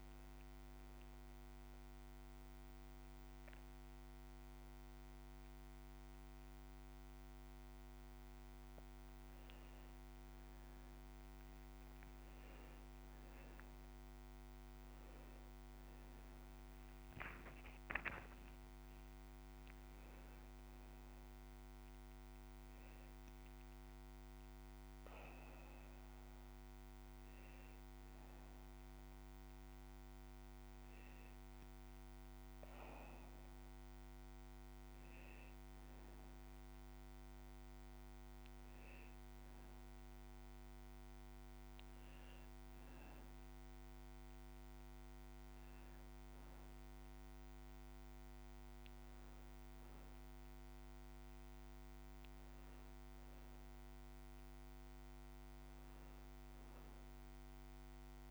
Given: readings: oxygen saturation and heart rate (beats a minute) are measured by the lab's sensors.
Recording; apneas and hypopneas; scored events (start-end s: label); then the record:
breathing in sleep, hard to hear, by a microphone on the trachea; none
0.00-13.50 s: oxygen desaturation (device-marked, oxygen 92% lowest)
From the record:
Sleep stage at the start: N1 (lightest sleep); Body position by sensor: on the right side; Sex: male